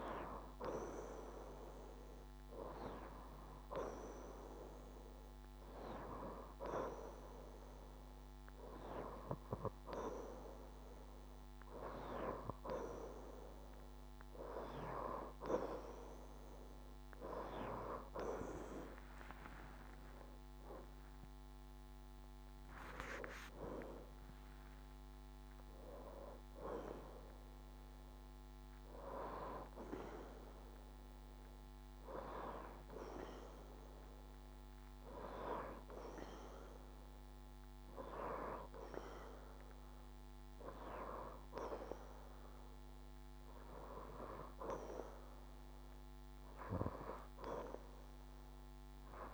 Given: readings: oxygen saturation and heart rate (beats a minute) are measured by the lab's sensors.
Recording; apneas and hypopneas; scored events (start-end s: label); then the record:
breathing in sleep by a microphone on the trachea; none
18.50-23.50 s: arousal
From the record:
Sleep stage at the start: N2 (light sleep); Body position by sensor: on the left side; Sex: female